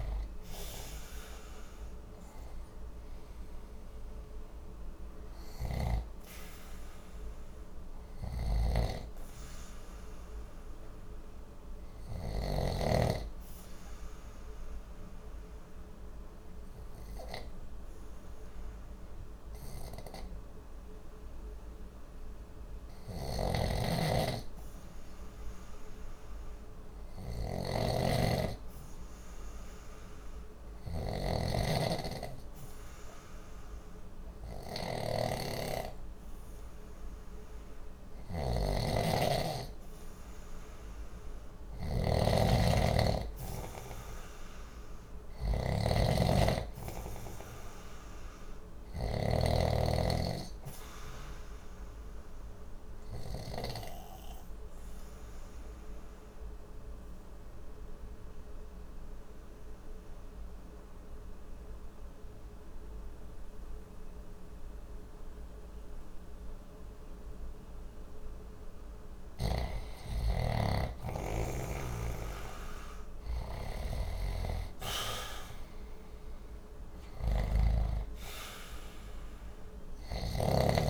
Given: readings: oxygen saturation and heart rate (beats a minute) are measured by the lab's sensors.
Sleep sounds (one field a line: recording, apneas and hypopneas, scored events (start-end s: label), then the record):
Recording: breathing in sleep by a room microphone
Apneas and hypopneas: 2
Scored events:
0.00-24.00 s: oxygen desaturation (device-marked, oxygen 89% lowest, heart rate 59 extreme)
8.00-12.50 s: snoring (device-marked)
10.50-40.50 s: hypopnea (oxygen 96% before, 89% lowest, heart rate 60 before, 60 extreme, up 3 after)
23.00-49.00 s: snoring (device-marked)
36.00-64.00 s: oxygen desaturation (device-marked, oxygen 96% before, 92% lowest, heart rate 61 before, 59 extreme)
43.00-46.50 s: arousal
53.00-68.50 s: obstructive apnea (oxygen 97% before, 89% lowest, heart rate 61 before, 59 extreme, up 1 after)
71.00-75.00 s: arousal
71.50-80.90 s: snoring (device-marked)
78.00-80.90 s: oxygen desaturation (device-marked, oxygen 94% before, 90% lowest, heart rate 60 before, 59 extreme)
From the record:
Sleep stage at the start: N2 (light sleep)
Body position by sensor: on the left side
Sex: male